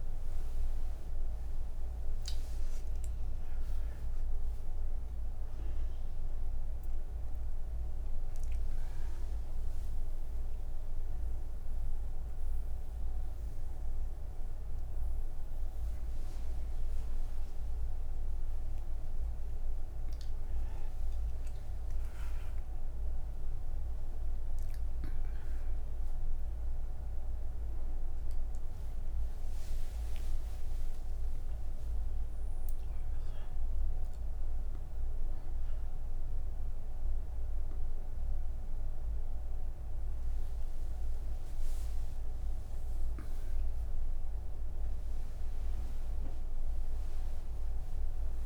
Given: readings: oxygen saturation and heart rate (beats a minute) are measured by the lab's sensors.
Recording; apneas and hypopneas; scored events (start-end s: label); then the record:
breathing in sleep, hard to hear, by a room microphone; none
0.00-20.00 s: oxygen desaturation (device-marked, oxygen 95% lowest)
From the record:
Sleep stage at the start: N2 (light sleep); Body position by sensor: on the back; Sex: female